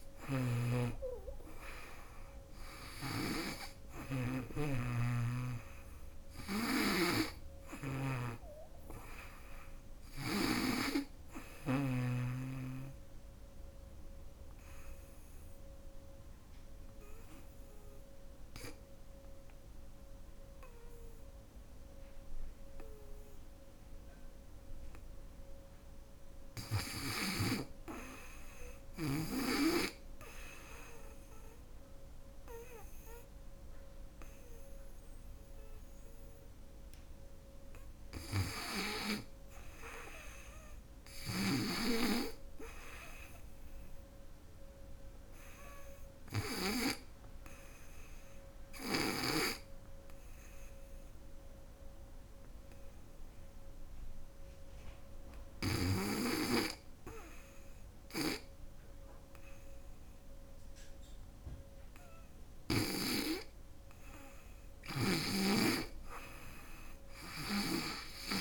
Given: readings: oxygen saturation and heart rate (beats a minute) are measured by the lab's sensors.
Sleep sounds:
breathing in sleep by a room microphone; 2
0.00-3.00 s: oxygen desaturation (device-marked, oxygen 92% lowest, heart rate 67 extreme)
2.00-10.00 s: snoring (device-marked)
12.50-24.00 s: obstructive apnea (oxygen 95% before, 88% lowest, heart rate 87 before, 65 extreme)
27.00-31.00 s: arousal
40.00-68.41 s: oxygen desaturation (device-marked, oxygen 97% before, 88% lowest, heart rate 69 before, 60 extreme)
43.50-60.00 s: hypopnea (oxygen 98% before, 85% lowest, heart rate 68 before, 60 extreme, up 0 after)
61.50-65.00 s: arousal
From the record:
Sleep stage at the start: N2 (light sleep); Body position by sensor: on the back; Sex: female

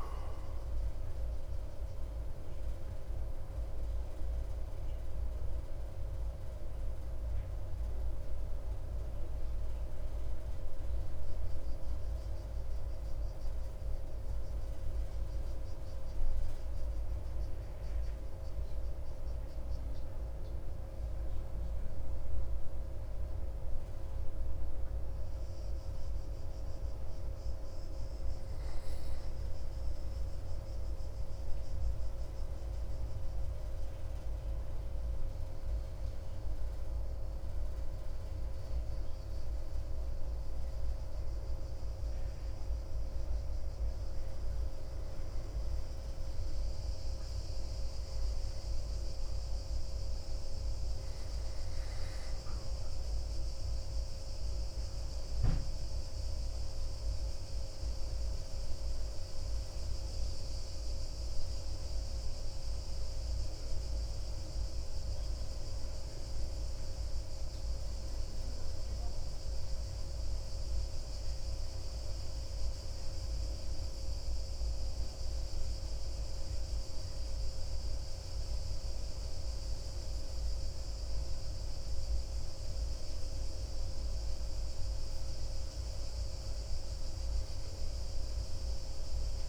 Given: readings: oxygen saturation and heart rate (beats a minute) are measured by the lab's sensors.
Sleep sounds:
breathing in sleep, hard to hear, by a room microphone; none
15.50-89.49 s: new sleep stage, N2 (light sleep)
From the record:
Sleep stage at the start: N1 (lightest sleep); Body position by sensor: on the back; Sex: male

